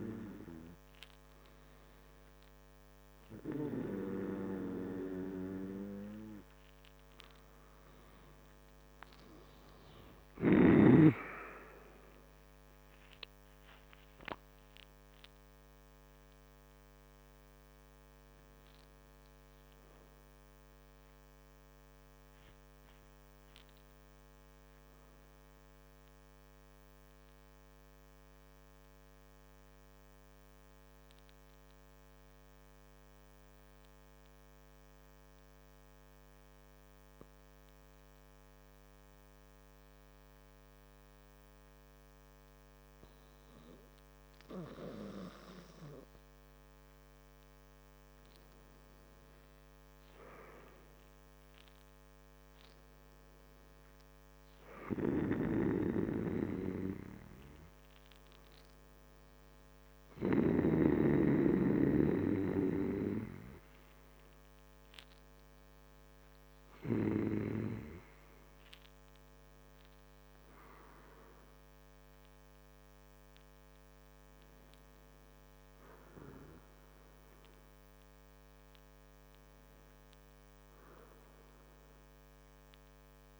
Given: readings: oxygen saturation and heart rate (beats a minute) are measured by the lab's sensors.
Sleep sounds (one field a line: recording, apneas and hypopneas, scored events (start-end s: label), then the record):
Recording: breathing in sleep by a microphone on the trachea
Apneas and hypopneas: 1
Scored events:
15.00-19.00 s: arousal
26.50-47.00 s: obstructive apnea (oxygen 97% before, 94% lowest, heart rate 51 before, 45 extreme, up 8 after)
49.00-53.00 s: arousal
51.50-73.50 s: oxygen desaturation (device-marked, oxygen 98% before, 94% lowest, heart rate 46 before, 46 extreme)
From the record:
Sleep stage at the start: N2 (light sleep)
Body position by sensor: on the back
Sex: male